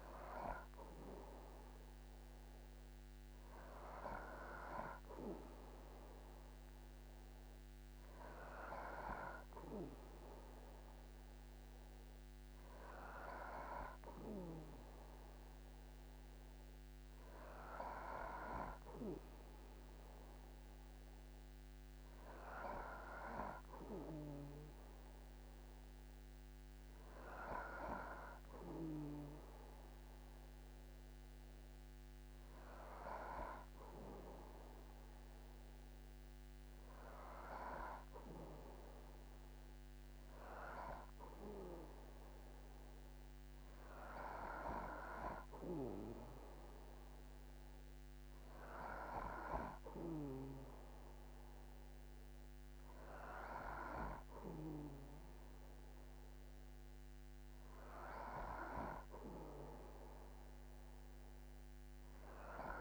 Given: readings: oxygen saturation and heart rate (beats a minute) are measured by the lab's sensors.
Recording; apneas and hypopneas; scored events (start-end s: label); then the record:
breathing in sleep by a microphone on the trachea; none
2.00-62.81 s: new sleep stage, N3 (deep sleep)
From the record:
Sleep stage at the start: N2 (light sleep); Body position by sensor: on the back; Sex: male